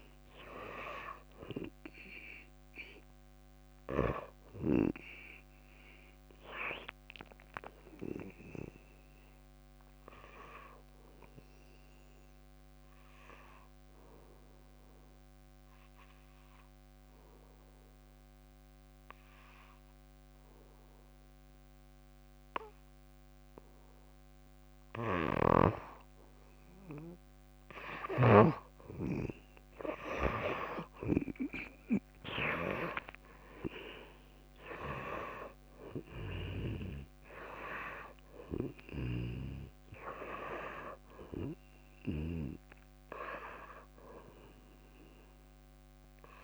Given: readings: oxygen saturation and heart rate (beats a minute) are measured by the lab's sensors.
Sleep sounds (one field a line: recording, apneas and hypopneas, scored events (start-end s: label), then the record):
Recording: breathing in sleep by a microphone on the trachea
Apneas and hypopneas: 1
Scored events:
0.00-13.00 s: oxygen desaturation (device-marked, oxygen 79% lowest, heart rate 56 extreme)
13.50-26.50 s: obstructive apnea (oxygen 96% before, 82% lowest, heart rate 65 before, 55 extreme, up 22 after)
25.00-28.50 s: snoring (device-marked)
29.00-46.44 s: oxygen desaturation (device-marked, oxygen 98% before, 88% lowest, heart rate 58 before, 55 extreme)
32.50-36.50 s: arousal
34.00-36.00 s: long interval between heartbeats (device-marked, heart rate 60 before, 78 extreme)
39.00-42.50 s: snoring (device-marked)
From the record:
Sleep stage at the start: N2 (light sleep)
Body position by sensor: on the back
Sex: female